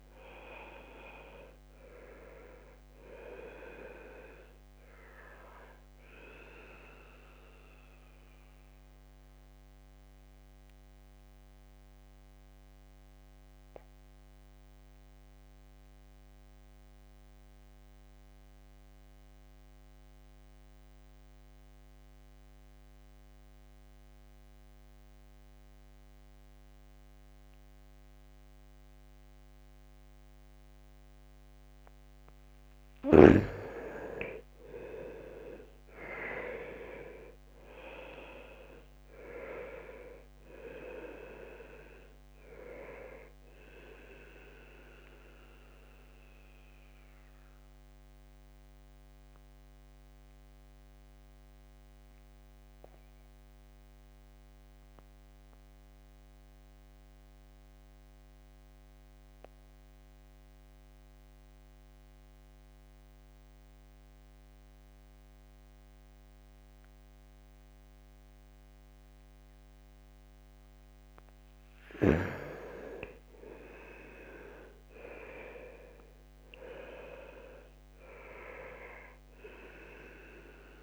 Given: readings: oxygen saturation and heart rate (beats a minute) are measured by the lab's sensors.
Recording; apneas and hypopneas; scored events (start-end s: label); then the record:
breathing in sleep by a microphone on the trachea; 2
0.00-24.00 s: oxygen desaturation (device-marked, oxygen 84% lowest, heart rate 62 extreme)
7.50-31.00 s: mixed apnea (oxygen 99% before, 78% lowest, heart rate 72 before, 62 extreme, up 0 after)
34.00-38.50 s: arousal
36.00-63.00 s: oxygen desaturation (device-marked, oxygen 98% before, 78% lowest, heart rate 69 before, 62 extreme)
45.50-71.50 s: mixed apnea (oxygen 98% before, 78% lowest, heart rate 69 before, 62 extreme, up 5 after)
73.00-77.00 s: arousal
74.00-80.83 s: oxygen desaturation (device-marked, oxygen 99% before, 79% lowest, heart rate 67 before, 62 extreme)
From the record:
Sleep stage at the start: N2 (light sleep); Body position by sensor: on the back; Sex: male